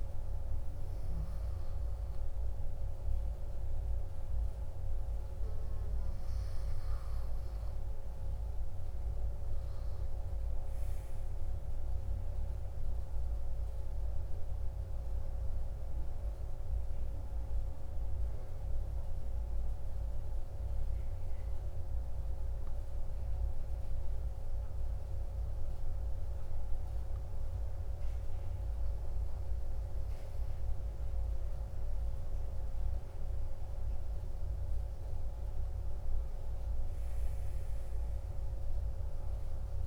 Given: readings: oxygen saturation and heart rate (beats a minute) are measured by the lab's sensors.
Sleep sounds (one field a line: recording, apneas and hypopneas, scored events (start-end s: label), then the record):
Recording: breathing in sleep, hard to hear, by a room microphone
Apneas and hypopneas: 1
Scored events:
16.00-27.00 s: hypopnea (oxygen 98% before, 96% lowest, heart rate 55 before, 52 extreme, up 3 after)
31.50-36.50 s: arousal
From the record:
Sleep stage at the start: N1 (lightest sleep)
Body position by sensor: on the back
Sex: male